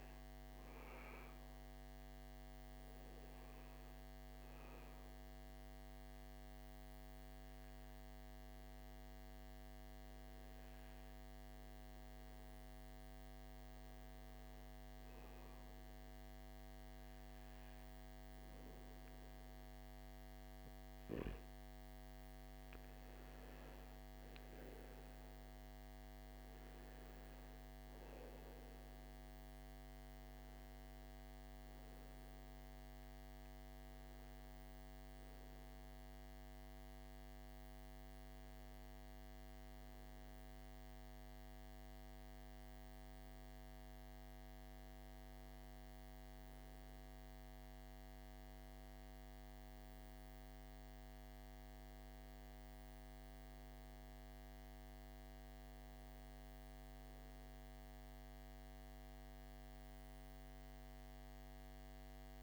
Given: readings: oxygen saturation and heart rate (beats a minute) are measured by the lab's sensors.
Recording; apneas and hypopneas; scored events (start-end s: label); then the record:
breathing in sleep, hard to hear, by a microphone on the trachea; 2
0.00-11.00 s: oxygen desaturation (device-marked, oxygen 94% lowest, heart rate 58 extreme)
7.00-20.50 s: hypopnea (oxygen 98% before, 92% lowest, heart rate 57 before, 58 extreme, up 12 after)
24.00-27.50 s: arousal
24.00-46.00 s: oxygen desaturation (device-marked, oxygen 95% before, 92% lowest, heart rate 59 before, 55 extreme)
38.50-56.00 s: obstructive apnea (oxygen 95% before, 92% lowest, heart rate 66 before, 55 extreme, up 2 after)
60.00-62.43 s: arousal
From the record:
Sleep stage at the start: N2 (light sleep); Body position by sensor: on the back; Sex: male